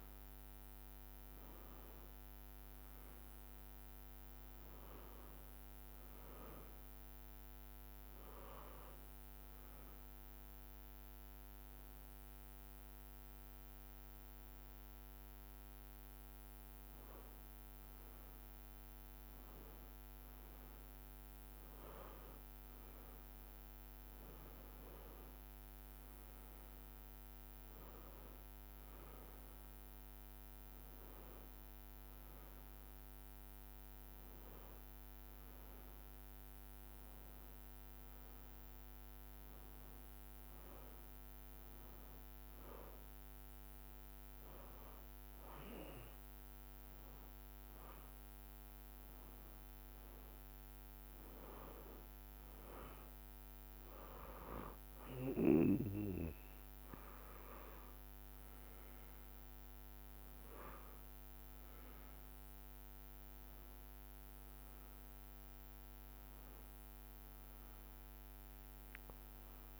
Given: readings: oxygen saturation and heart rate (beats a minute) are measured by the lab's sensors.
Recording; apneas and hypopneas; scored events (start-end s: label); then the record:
breathing in sleep by a microphone on the trachea; 1
34.50-38.50 s: arousal
41.00-52.00 s: hypopnea (oxygen 97% before, 94% lowest, heart rate 62 before, 59 extreme, up 1 after)
42.50-48.50 s: bradycardia (device-marked, heart rate 81 before, 59 extreme)
55.00-60.00 s: arousal
From the record:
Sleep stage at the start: N1 (lightest sleep); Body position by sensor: on the back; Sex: male